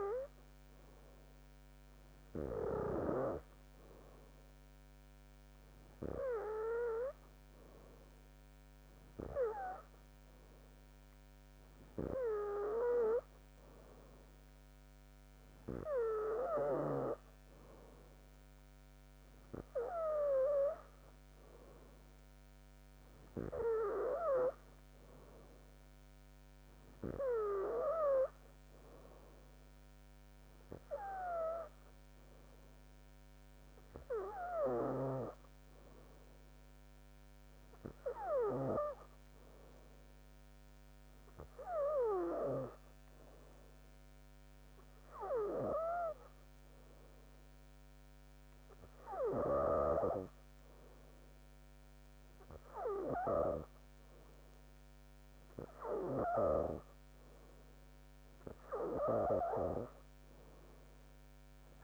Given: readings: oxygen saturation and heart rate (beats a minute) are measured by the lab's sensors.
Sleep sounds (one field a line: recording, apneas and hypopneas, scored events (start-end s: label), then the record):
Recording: breathing in sleep by a microphone on the trachea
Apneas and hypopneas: 1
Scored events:
39.50-54.50 s: hypopnea (oxygen 96% before, 92% lowest, heart rate 64 before, 63 extreme, up 4 after)
58.00-61.00 s: arousal
From the record:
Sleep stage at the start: N3 (deep sleep)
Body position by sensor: on the back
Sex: female